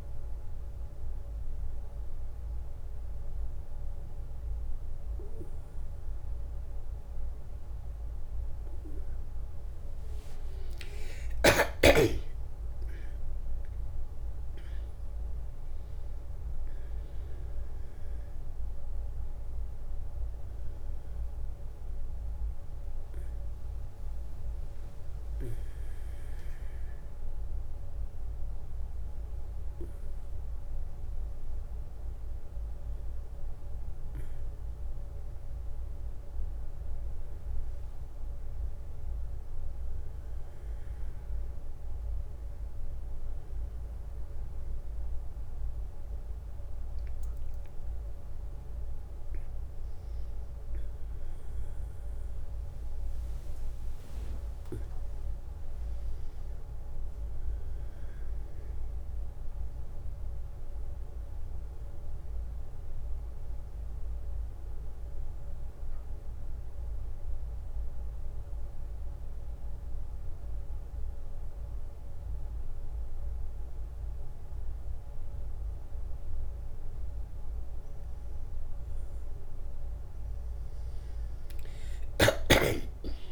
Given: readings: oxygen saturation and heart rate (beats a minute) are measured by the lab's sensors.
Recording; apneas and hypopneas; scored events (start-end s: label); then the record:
a person partly awake in a sleep study, hard to hear, by a room microphone; 1
0.50-83.32 s: new sleep stage, N1 (lightest sleep)
12.50-31.50 s: oxygen desaturation (device-marked, oxygen 97% before, 94% lowest, heart rate 66 before, 66 extreme)
34.00-38.50 s: arousal
65.00-77.00 s: obstructive apnea (oxygen 97% before, 93% lowest, heart rate 72 before, 58 extreme, up 6 after)
79.50-83.32 s: arousal
From the record:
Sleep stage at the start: awake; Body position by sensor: on the back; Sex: male